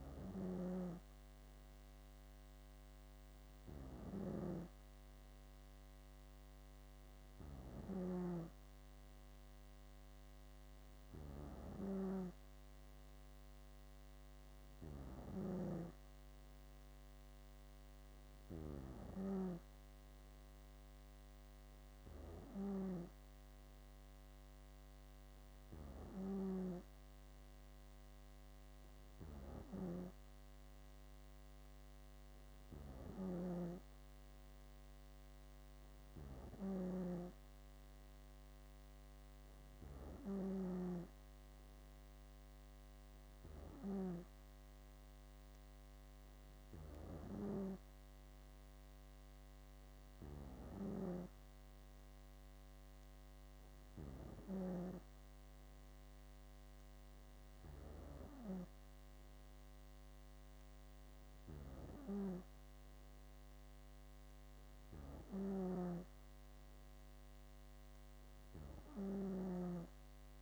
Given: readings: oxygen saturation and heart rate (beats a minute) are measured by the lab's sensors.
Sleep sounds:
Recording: breathing in sleep by a microphone on the trachea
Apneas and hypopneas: none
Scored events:
0.00-8.00 s: snoring (device-marked)
33.00-44.00 s: snoring (device-marked)
50.50-54.50 s: snoring (device-marked)
65.00-70.42 s: snoring (device-marked)
From the record:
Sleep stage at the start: N2 (light sleep)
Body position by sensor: on the back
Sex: female

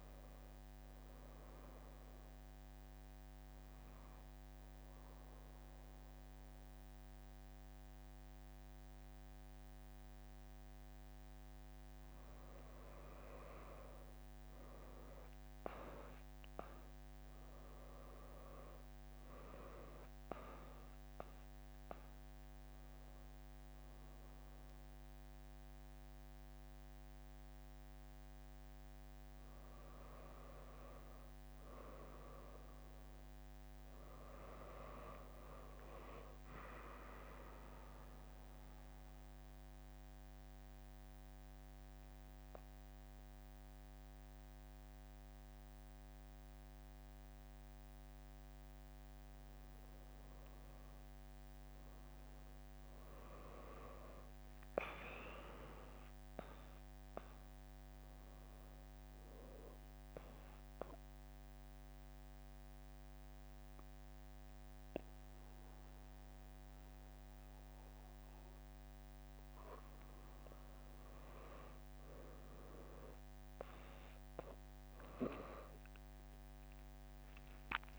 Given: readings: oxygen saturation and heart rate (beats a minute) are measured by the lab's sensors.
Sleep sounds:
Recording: breathing in sleep by a microphone on the trachea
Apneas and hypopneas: 3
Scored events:
1.50-11.50 s: drop in pulse transit time (device-marked, heart rate 73 before, 79 extreme)
2.50-13.50 s: central apnea (oxygen 99% before, 96% lowest, heart rate 72 before, 80 extreme, up 1 after)
17.50-21.50 s: arousal
17.50-47.50 s: new sleep stage, N1 (lightest sleep)
38.50-50.00 s: obstructive apnea (oxygen 99% before, 97% lowest, heart rate 83 before, 63 extreme, up 0 after)
38.50-50.50 s: drop in pulse transit time (device-marked, heart rate 83 before, 82 extreme)
47.50-77.99 s: new sleep stage, N2 (light sleep)
51.50-55.50 s: arousal
60.00-71.00 s: central apnea (oxygen 99% before, 97% lowest, heart rate 79 before, 69 extreme, up 6 after)
73.50-77.50 s: arousal
From the record:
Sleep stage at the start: N2 (light sleep)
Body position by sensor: on the back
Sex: female

